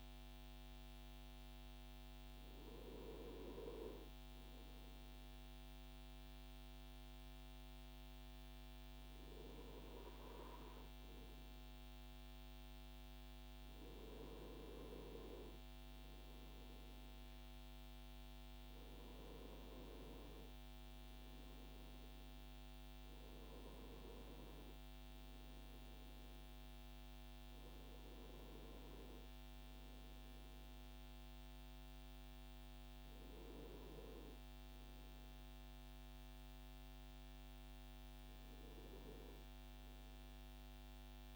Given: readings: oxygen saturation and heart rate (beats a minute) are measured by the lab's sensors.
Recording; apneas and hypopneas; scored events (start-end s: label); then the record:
breathing in sleep, hard to hear, by a microphone on the trachea; none
none scored
From the record:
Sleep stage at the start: N2 (light sleep); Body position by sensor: on the front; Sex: male